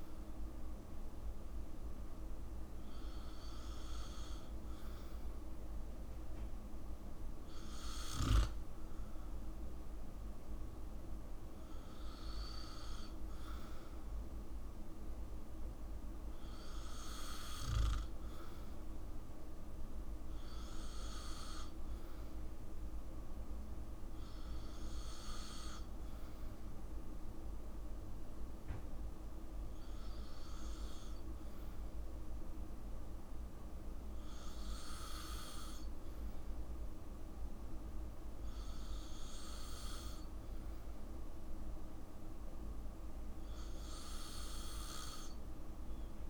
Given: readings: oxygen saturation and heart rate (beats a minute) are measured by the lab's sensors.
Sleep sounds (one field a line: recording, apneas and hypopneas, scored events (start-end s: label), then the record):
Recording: breathing in sleep, hard to hear, by a room microphone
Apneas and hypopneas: none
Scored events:
none scored
From the record:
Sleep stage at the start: N2 (light sleep)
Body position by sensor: on the back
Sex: male